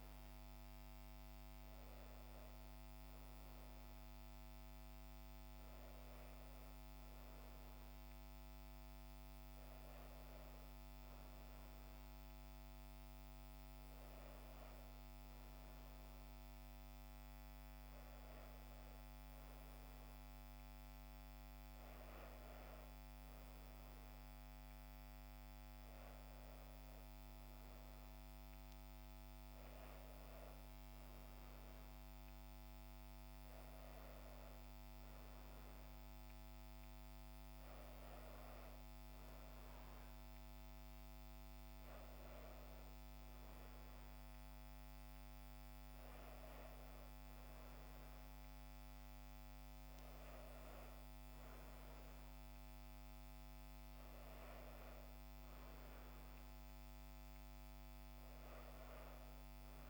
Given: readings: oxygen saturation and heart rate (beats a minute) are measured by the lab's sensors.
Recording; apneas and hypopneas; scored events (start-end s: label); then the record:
breathing in sleep, hard to hear, by a microphone on the trachea; none
55.00-59.90 s: new sleep stage, N2 (light sleep)
From the record:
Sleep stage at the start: N1 (lightest sleep); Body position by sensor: on the back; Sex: female